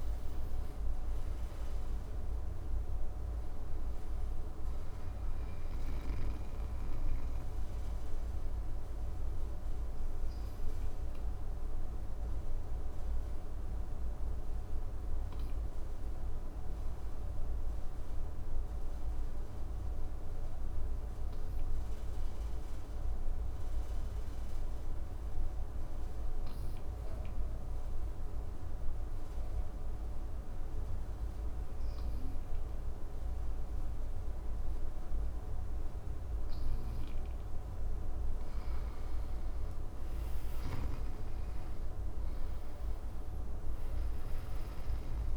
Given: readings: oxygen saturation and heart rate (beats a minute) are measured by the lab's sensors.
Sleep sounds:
breathing in sleep, hard to hear, by a room microphone; 1
2.00-9.00 s: oxygen desaturation (device-marked, oxygen 96% before, 92% lowest, heart rate 108 before, 53 extreme)
10.50-38.00 s: obstructive apnea (oxygen 99% before, 95% lowest, heart rate 103 before, 53 extreme, up 12 after)
31.00-45.37 s: oxygen desaturation (device-marked, oxygen 100% before, 95% lowest, heart rate 55 before, 54 extreme)
40.00-44.00 s: arousal
From the record:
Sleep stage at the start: N2 (light sleep); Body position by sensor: on the back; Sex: male

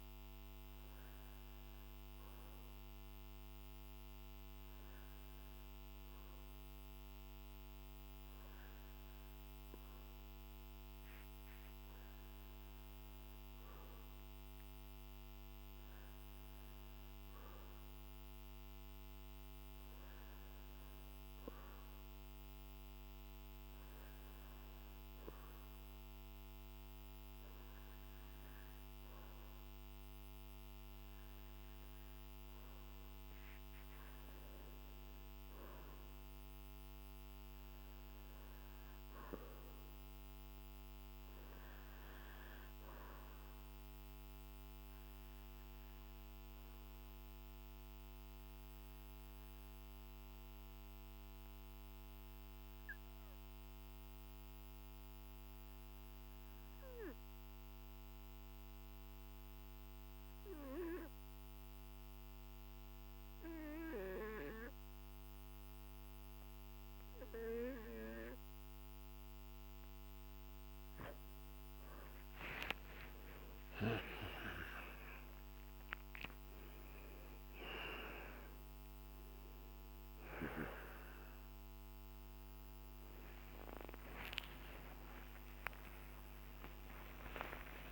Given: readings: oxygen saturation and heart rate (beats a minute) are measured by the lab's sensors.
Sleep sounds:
breathing in sleep by a microphone on the trachea; 1
43.50-69.00 s: obstructive apnea (oxygen 95% before, 88% lowest, heart rate 51 before, 49 extreme, up 23 after)
66.50-87.91 s: new sleep stage, awake
71.50-87.91 s: oxygen desaturation (device-marked, oxygen 94% before, 88% lowest, heart rate 51 before, 55 extreme)
From the record:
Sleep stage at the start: N2 (light sleep); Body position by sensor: on the back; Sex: male

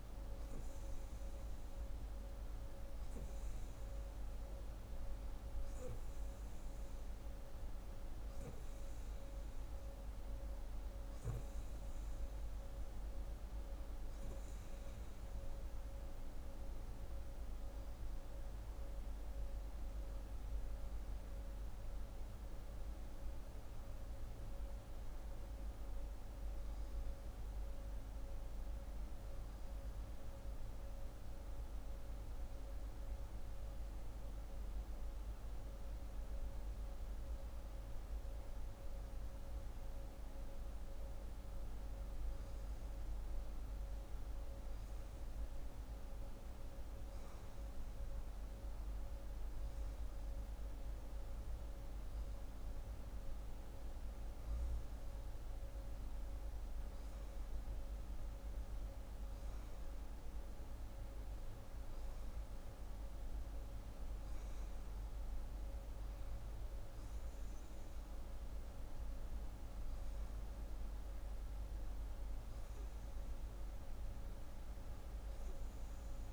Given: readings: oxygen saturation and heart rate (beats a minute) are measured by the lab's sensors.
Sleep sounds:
breathing in sleep, hard to hear, by a room microphone; none
4.50-76.33 s: new sleep stage, REM sleep
From the record:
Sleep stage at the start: N2 (light sleep); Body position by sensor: on the right side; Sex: female

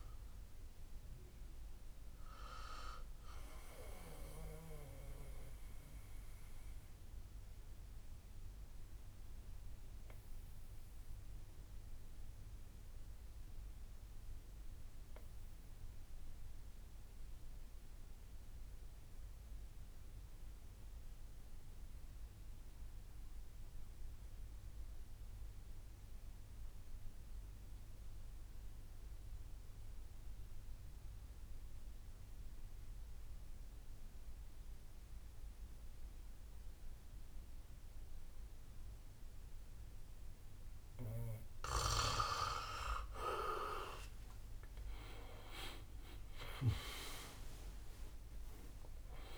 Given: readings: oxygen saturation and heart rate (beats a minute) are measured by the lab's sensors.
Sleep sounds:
breathing in sleep by a room microphone; 1
0.00-5.00 s: drop in pulse transit time (device-marked, heart rate 62 extreme)
0.00-17.00 s: oxygen desaturation (device-marked, oxygen 86% lowest, heart rate 53 extreme)
3.00-15.00 s: bradycardia (device-marked, heart rate 66 before, 53 extreme)
5.50-42.00 s: obstructive apnea (oxygen 98% before, 85% lowest, heart rate 74 before, 53 extreme, up 59 after)
33.00-49.38 s: oxygen desaturation (device-marked, oxygen 99% before, 85% lowest, heart rate 60 before, 53 extreme)
45.00-49.38 s: arousal
45.00-49.38 s: tachycardia (device-marked, heart rate 65 before, 119 extreme)
46.00-49.38 s: drop in pulse transit time (device-marked, heart rate 61 before, 62 extreme)
From the record:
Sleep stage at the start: N2 (light sleep); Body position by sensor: on the back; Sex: male

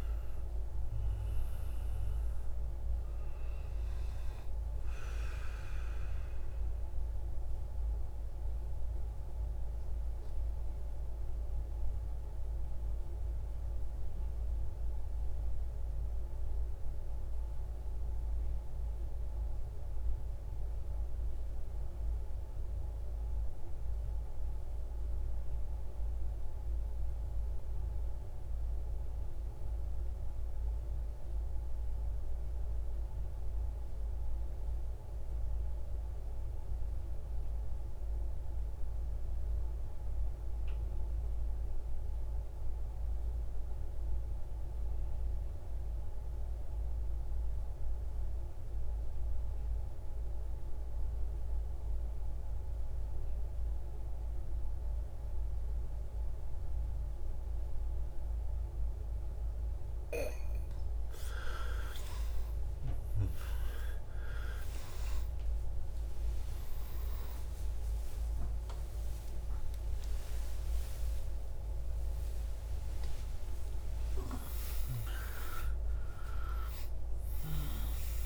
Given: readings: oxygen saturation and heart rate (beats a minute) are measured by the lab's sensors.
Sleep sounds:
breathing in sleep by a room microphone; 1
0.00-18.50 s: oxygen desaturation (device-marked, oxygen 89% lowest, heart rate 60 extreme)
5.50-60.00 s: mixed apnea (oxygen 96% before, 86% lowest, heart rate 78 before, 28 extreme, up 26 after)
39.50-76.50 s: oxygen desaturation (device-marked, oxygen 98% before, 87% lowest)
66.50-73.50 s: arousal
From the record:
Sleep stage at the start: N2 (light sleep); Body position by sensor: on the right side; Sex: male

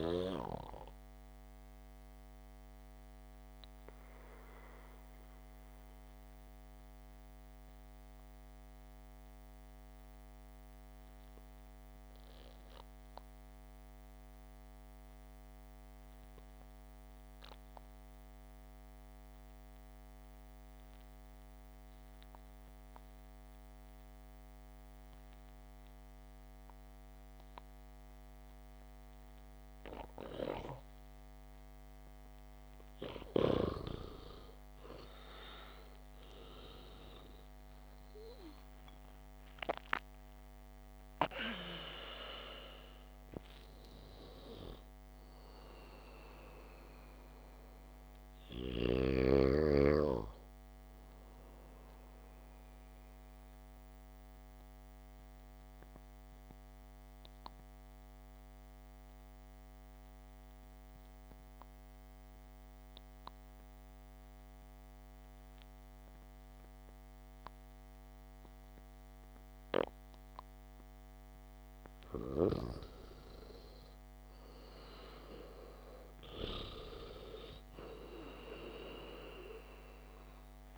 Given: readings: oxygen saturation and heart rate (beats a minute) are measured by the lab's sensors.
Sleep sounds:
breathing in sleep by a microphone on the trachea; 2
0.00-14.50 s: oxygen desaturation (device-marked, oxygen 91% lowest, heart rate 58 extreme)
0.50-33.00 s: obstructive apnea (oxygen 99% before, 91% lowest, heart rate 68 before, 58 extreme, up 22 after)
32.50-49.50 s: oxygen desaturation (device-marked, oxygen 98% before, 93% lowest, heart rate 67 before, 64 extreme)
35.00-40.00 s: arousal
55.00-71.00 s: obstructive apnea (oxygen 98% before, 91% lowest, heart rate 75 before, 62 extreme, up 1 after)
72.50-77.00 s: arousal
From the record:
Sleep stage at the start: REM sleep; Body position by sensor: on the back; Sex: male

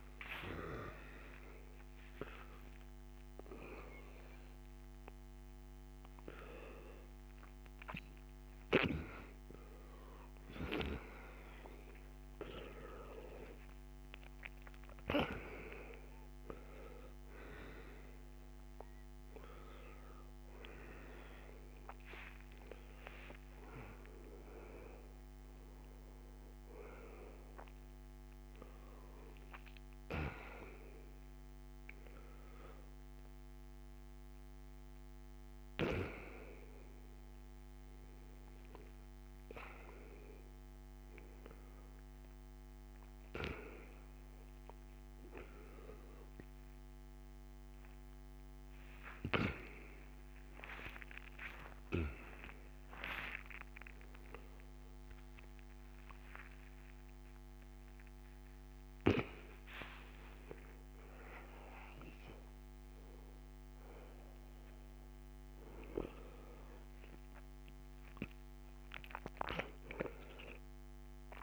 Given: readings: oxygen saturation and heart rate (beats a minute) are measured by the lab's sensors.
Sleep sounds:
a person awake in a sleep study, by a microphone on the trachea; none
66.50-71.43 s: oxygen desaturation (device-marked, oxygen 98% before, 91% lowest, heart rate 103 before, 60 extreme)
From the record:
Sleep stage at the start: awake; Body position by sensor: on the back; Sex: male

